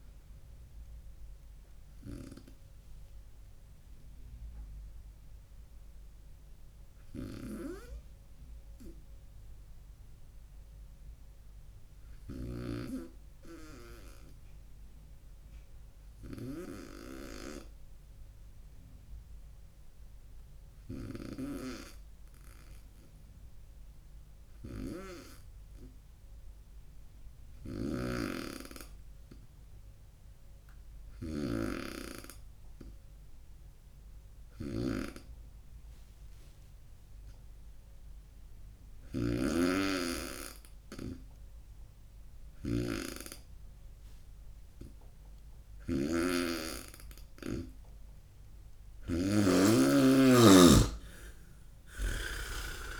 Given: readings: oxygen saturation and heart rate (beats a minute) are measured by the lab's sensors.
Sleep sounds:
breathing in sleep by a room microphone; 1
2.00-47.00 s: obstructive apnea (oxygen 99% before, 92% lowest, heart rate 75 before, 61 extreme, up 11 after)
12.00-49.50 s: snoring (device-marked)
16.50-23.50 s: oxygen desaturation (device-marked, oxygen 97% before, 92% lowest, heart rate 67 before, 61 extreme)
51.00-53.00 s: arousal
From the record:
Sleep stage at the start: N2 (light sleep); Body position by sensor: on the right side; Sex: male

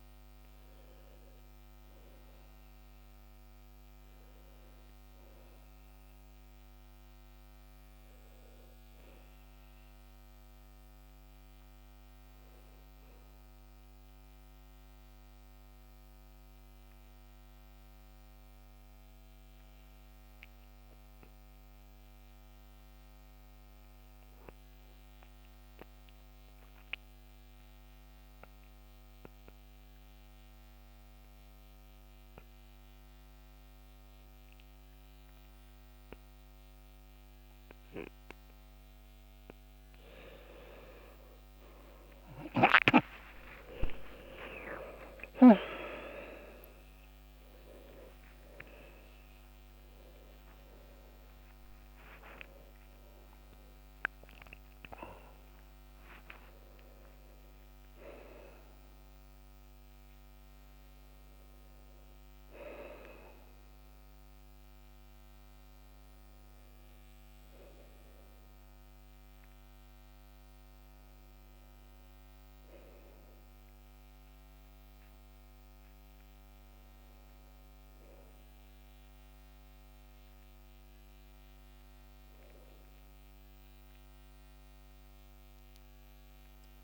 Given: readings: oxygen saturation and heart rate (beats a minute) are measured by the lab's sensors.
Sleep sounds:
breathing in sleep by a microphone on the trachea; 1
14.00-38.50 s: obstructive apnea (oxygen 95% before, 87% lowest, heart rate 68 before, 59 extreme, up 27 after)
18.00-29.00 s: oxygen desaturation (device-marked, oxygen 93% before, 89% lowest, heart rate 66 before, 60 extreme)
40.50-45.50 s: arousal
57.00-84.00 s: oxygen desaturation (device-marked, oxygen 95% before, 87% lowest, heart rate 82 before, 47 extreme)
From the record:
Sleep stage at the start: N2 (light sleep); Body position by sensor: on the back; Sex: male

